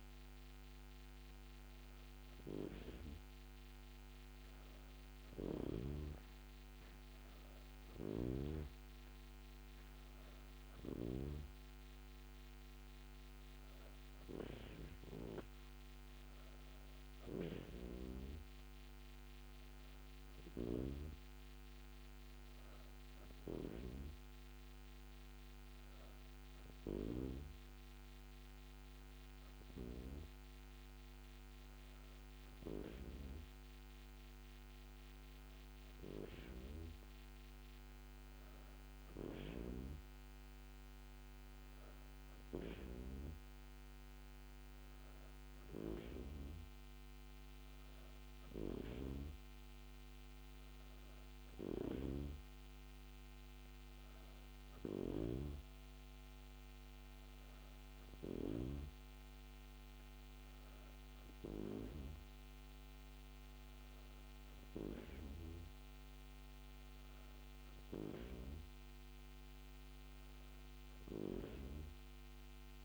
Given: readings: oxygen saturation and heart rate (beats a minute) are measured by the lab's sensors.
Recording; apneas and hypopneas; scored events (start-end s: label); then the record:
breathing in sleep by a microphone on the trachea; none
none scored
From the record:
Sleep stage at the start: N2 (light sleep); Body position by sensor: on the back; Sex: female